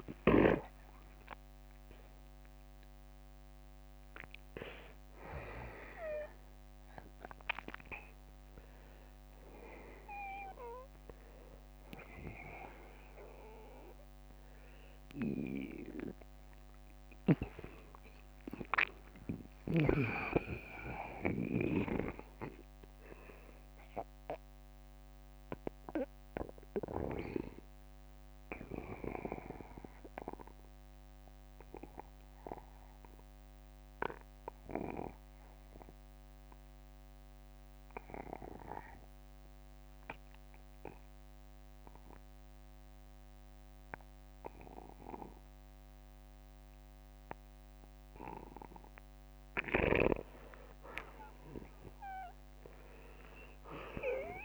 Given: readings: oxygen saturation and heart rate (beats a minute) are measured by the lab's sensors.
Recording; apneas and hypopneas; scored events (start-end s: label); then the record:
breathing in sleep by a microphone on the trachea; 1
0.00-2.50 s: arousal
0.00-39.50 s: oxygen desaturation (device-marked, oxygen 74% lowest, heart rate 48 extreme)
27.50-46.50 s: obstructive apnea (oxygen 87% before, 76% lowest, heart rate 70 before, 48 extreme, up 5 after)
43.50-54.45 s: new sleep stage, N1 (lightest sleep)
53.00-54.45 s: arousal
From the record:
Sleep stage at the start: N2 (light sleep); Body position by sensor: on the back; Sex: male